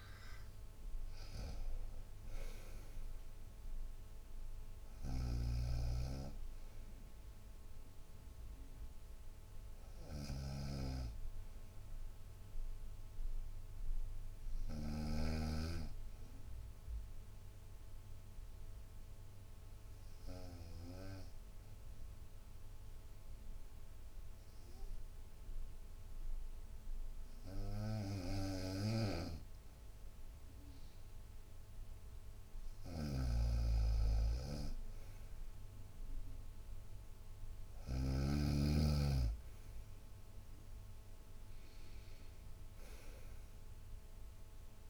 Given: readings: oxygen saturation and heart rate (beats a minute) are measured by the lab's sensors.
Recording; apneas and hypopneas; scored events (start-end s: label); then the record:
breathing in sleep by a room microphone; 1
0.00-9.00 s: drop in pulse transit time (device-marked, heart rate 62 extreme)
0.00-10.00 s: oxygen desaturation (device-marked, oxygen 93% lowest, heart rate 58 extreme)
5.00-15.00 s: snoring (device-marked)
9.00-21.00 s: bradycardia (device-marked, heart rate 66 before, 58 extreme)
16.00-31.00 s: obstructive apnea (oxygen 97% before, 94% lowest, heart rate 71 before, 59 extreme, up 2 after)
22.00-25.00 s: bradycardia (device-marked, heart rate 65 before, 59 extreme)
28.00-32.00 s: bradycardia (device-marked, heart rate 65 before, 59 extreme)
31.00-35.00 s: arousal
32.50-38.00 s: snoring (device-marked)
From the record:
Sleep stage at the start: N2 (light sleep); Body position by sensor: on the right side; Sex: female